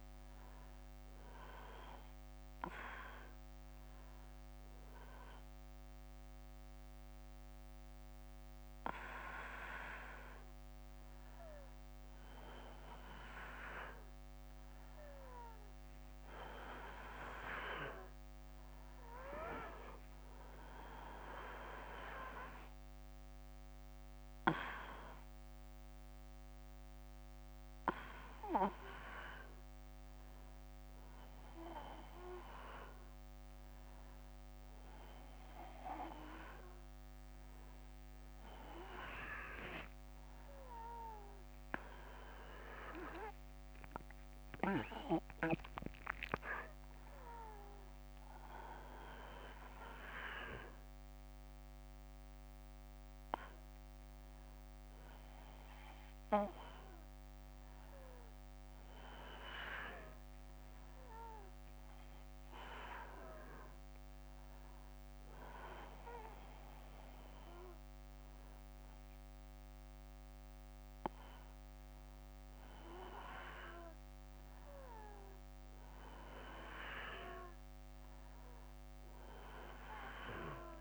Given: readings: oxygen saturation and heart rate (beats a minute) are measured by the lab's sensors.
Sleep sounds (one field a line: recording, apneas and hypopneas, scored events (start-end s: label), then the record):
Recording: a person awake in a sleep study, by a microphone on the trachea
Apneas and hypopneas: none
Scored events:
39.00-42.50 s: arousal
From the record:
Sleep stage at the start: awake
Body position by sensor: on the back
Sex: male